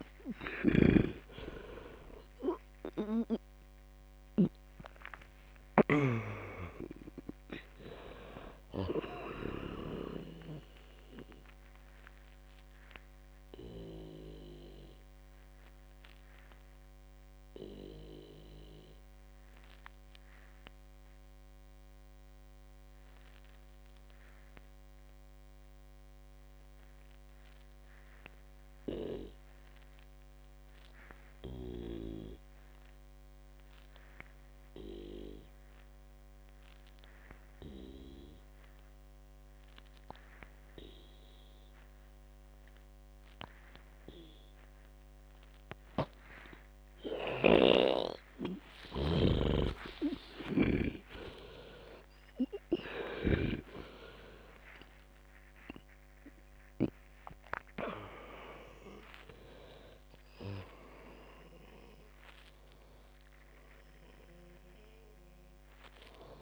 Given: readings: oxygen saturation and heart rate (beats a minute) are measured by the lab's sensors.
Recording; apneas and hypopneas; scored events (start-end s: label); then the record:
breathing in sleep by a microphone on the trachea; 1
0.00-2.00 s: arousal
0.00-2.00 s: oxygen desaturation (device-marked, oxygen 94% lowest, heart rate 53 extreme)
1.50-10.50 s: snoring (device-marked)
9.00-26.00 s: oxygen desaturation (device-marked, oxygen 96% before, 90% lowest, heart rate 83 before, 53 extreme)
12.00-47.50 s: obstructive apnea (oxygen 98% before, 87% lowest, heart rate 86 before, 53 extreme, up 50 after)
42.00-66.42 s: oxygen desaturation (device-marked, oxygen 98% before, 87% lowest, heart rate 57 before, 53 extreme)
48.00-51.50 s: snoring (device-marked)
49.00-55.00 s: arousal
From the record:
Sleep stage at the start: N2 (light sleep); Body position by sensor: on the back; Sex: female